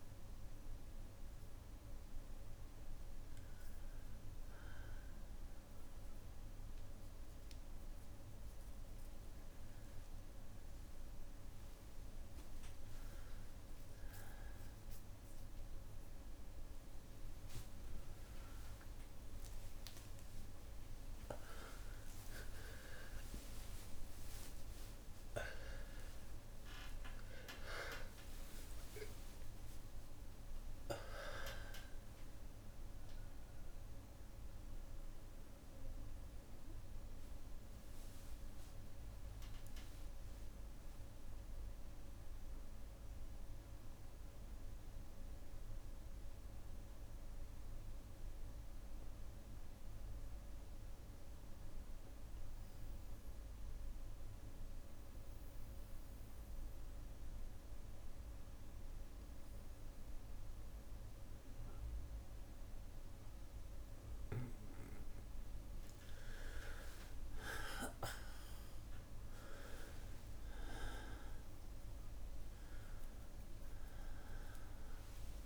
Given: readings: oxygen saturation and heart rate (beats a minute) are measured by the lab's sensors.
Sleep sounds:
a person partly awake in a sleep study, by a room microphone; 1
1.00-6.00 s: bradycardia (device-marked, heart rate 60 before, 59 extreme)
12.50-14.50 s: long interval between heartbeats (device-marked, heart rate 63 before, 67 extreme)
24.50-26.50 s: long interval between heartbeats (device-marked, heart rate 64 before, 82 extreme)
25.00-32.00 s: tachycardia (device-marked, heart rate 60 before, 138 extreme)
30.00-32.00 s: long interval between heartbeats (device-marked, heart rate 77 before, 118 extreme)
30.00-60.00 s: new sleep stage, N1 (lightest sleep)
43.00-65.50 s: hypopnea (oxygen 99% before, 94% lowest, heart rate 90 before, 58 extreme, up 5 after)
49.00-60.00 s: bradycardia (device-marked, heart rate 61 before, 59 extreme)
60.00-75.46 s: new sleep stage, N2 (light sleep)
62.00-75.46 s: oxygen desaturation (device-marked, oxygen 99% before, 94% lowest, heart rate 61 before, 58 extreme)
68.00-73.50 s: arousal
From the record:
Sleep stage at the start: awake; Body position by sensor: on the back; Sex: male

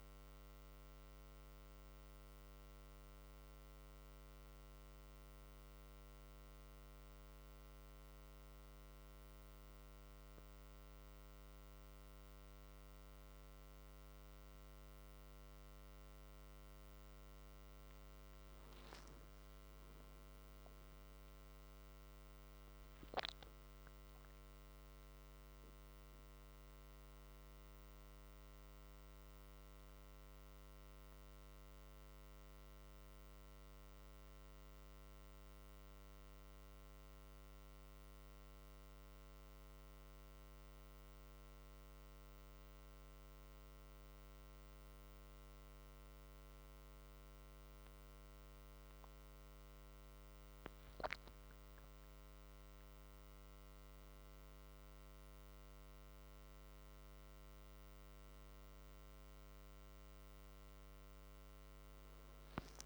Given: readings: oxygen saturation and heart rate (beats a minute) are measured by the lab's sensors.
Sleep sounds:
a person awake in a sleep study, hard to hear, by a microphone on the trachea; none
none scored
From the record:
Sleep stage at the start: awake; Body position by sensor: on the back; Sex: male

